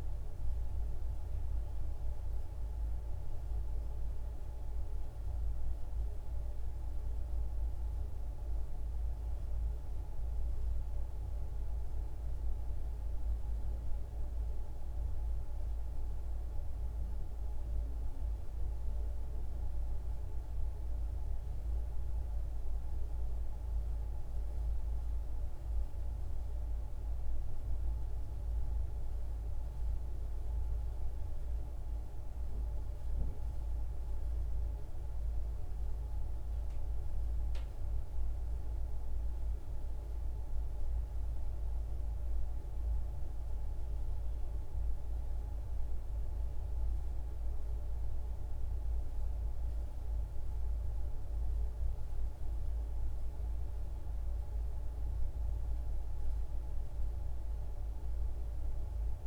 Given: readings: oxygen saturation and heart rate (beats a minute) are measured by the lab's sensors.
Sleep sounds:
breathing in sleep, hard to hear, by a room microphone; none
none scored
From the record:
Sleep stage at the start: N2 (light sleep); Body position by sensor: on the back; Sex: female

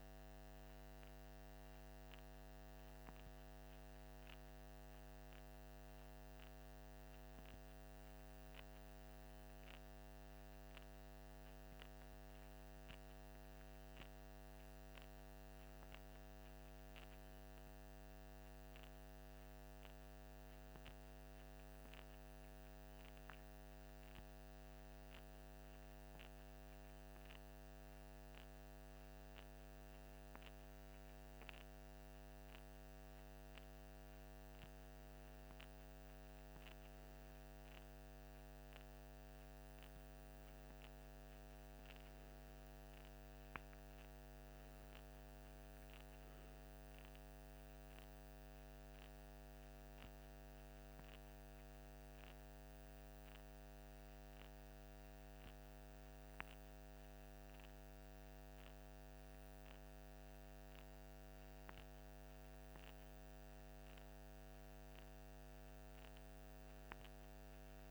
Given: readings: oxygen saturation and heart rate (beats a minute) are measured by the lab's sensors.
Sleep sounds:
breathing in sleep, hard to hear, by a microphone on the trachea; none
none scored
From the record:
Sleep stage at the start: N2 (light sleep); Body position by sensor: on the left side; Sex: male

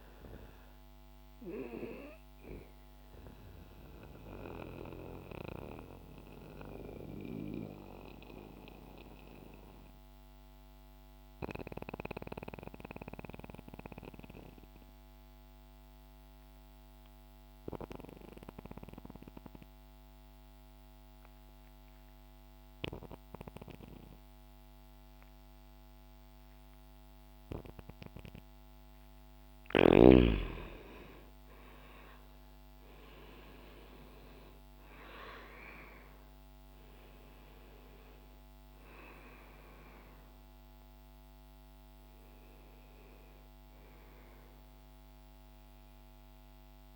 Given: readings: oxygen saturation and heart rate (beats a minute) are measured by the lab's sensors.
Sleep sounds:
breathing in sleep by a microphone on the trachea; 1
0.00-20.50 s: oxygen desaturation (device-marked, oxygen 88% lowest, heart rate 59 extreme)
1.00-28.00 s: mixed apnea (oxygen 98% before, 88% lowest, heart rate 64 before, 60 extreme, up 6 after)
29.50-34.00 s: arousal
29.50-41.50 s: oxygen desaturation (device-marked, oxygen 96% before, 90% lowest, heart rate 64 before, 61 extreme)
43.50-46.96 s: oxygen desaturation (device-marked, oxygen 94% before, 89% lowest, heart rate 64 before, 61 extreme)
From the record:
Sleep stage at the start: N2 (light sleep); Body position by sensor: on the back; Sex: male

